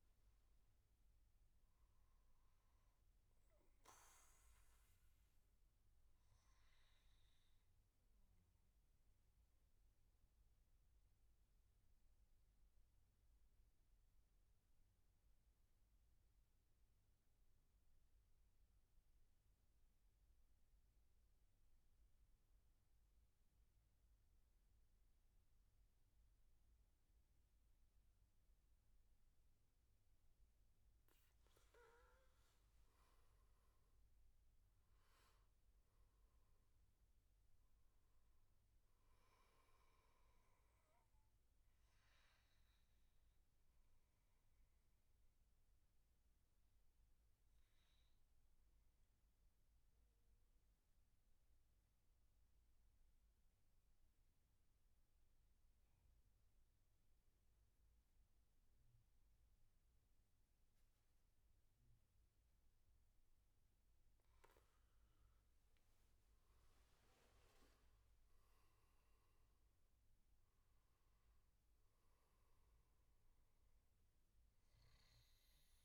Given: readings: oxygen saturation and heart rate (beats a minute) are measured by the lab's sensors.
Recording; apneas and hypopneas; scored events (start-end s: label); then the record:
breathing in sleep, hard to hear, by a room microphone; 2
0.00-15.50 s: oxygen desaturation (device-marked, oxygen 95% lowest, heart rate 76 extreme)
6.50-30.00 s: mixed apnea (oxygen 100% before, 91% lowest, heart rate 83 before, 76 extreme, up 10 after)
25.50-53.50 s: oxygen desaturation (device-marked, oxygen 98% before, 91% lowest, heart rate 80 before, 74 extreme)
32.50-37.00 s: arousal
43.50-63.00 s: obstructive apnea (oxygen 98% before, 91% lowest, heart rate 82 before, 73 extreme, up 11 after)
65.00-68.50 s: arousal
67.50-75.85 s: oxygen desaturation (device-marked, oxygen 98% before, 93% lowest, heart rate 80 before, 72 extreme)
From the record:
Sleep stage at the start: N2 (light sleep); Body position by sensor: on the back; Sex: male